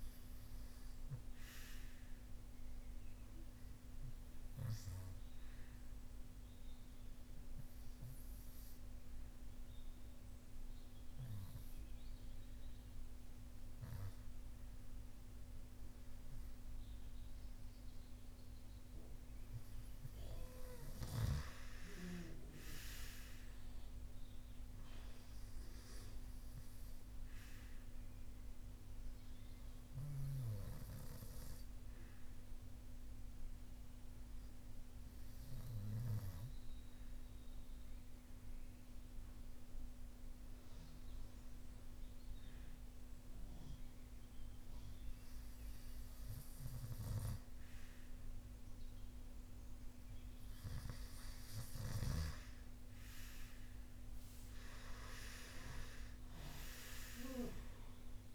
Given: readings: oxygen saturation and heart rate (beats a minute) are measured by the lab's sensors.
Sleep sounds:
breathing in sleep by a room microphone; 2
5.50-18.50 s: obstructive apnea (oxygen 98% before, 91% lowest)
6.00-28.00 s: oxygen desaturation (device-marked, oxygen 96% before, 91% lowest)
20.00-24.50 s: arousal
28.50-47.50 s: obstructive apnea (oxygen 95% before, 93% lowest)
50.00-54.50 s: arousal
From the record:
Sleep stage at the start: REM sleep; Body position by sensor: on the front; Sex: male

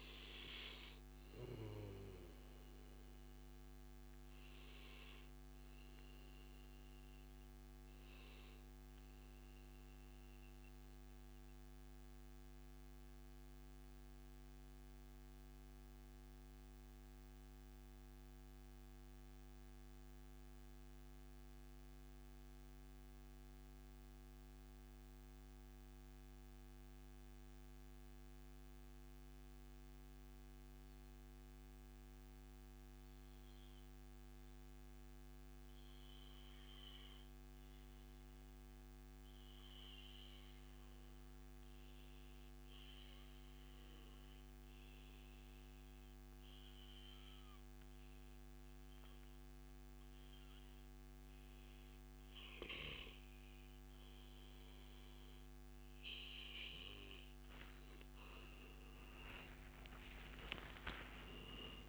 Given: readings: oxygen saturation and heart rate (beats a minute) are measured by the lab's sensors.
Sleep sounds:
breathing in sleep by a microphone on the trachea; 1
0.00-4.50 s: oxygen desaturation (device-marked, oxygen 90% lowest, heart rate 87 extreme)
2.50-56.00 s: mixed apnea (oxygen 97% before, 91% lowest, heart rate 104 before, 74 extreme, up 50 after)
19.50-21.50 s: long interval between heartbeats (device-marked, heart rate 97 before, 103 extreme)
35.00-37.00 s: long interval between heartbeats (device-marked, heart rate 100 before, 97 extreme)
39.50-61.89 s: oxygen desaturation (device-marked, oxygen 98% before, 91% lowest, heart rate 101 before, 74 extreme)
40.50-42.50 s: long interval between heartbeats (device-marked, heart rate 101 before, 106 extreme)
44.50-46.50 s: long interval between heartbeats (device-marked, heart rate 101 before, 97 extreme)
57.50-61.89 s: arousal
From the record:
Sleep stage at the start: REM sleep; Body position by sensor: on the back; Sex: male

